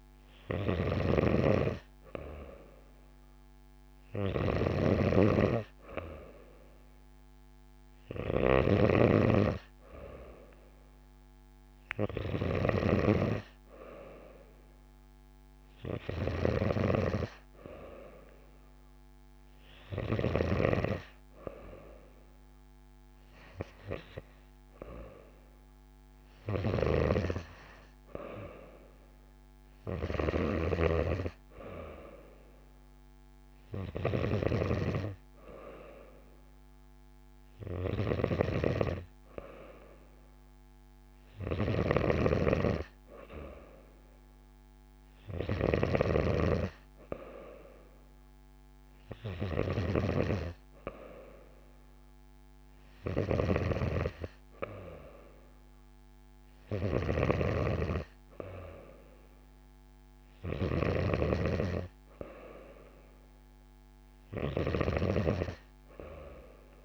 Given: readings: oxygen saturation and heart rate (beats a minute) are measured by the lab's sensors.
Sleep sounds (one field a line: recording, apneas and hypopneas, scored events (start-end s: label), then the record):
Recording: breathing in sleep by a microphone on the trachea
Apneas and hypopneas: none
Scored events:
0.00-8.50 s: snoring (device-marked)
16.50-20.50 s: snoring (device-marked)
26.50-34.50 s: snoring (device-marked)
41.50-45.50 s: snoring (device-marked)
53.00-66.85 s: snoring (device-marked)
From the record:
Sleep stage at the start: N2 (light sleep)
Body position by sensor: on the back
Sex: female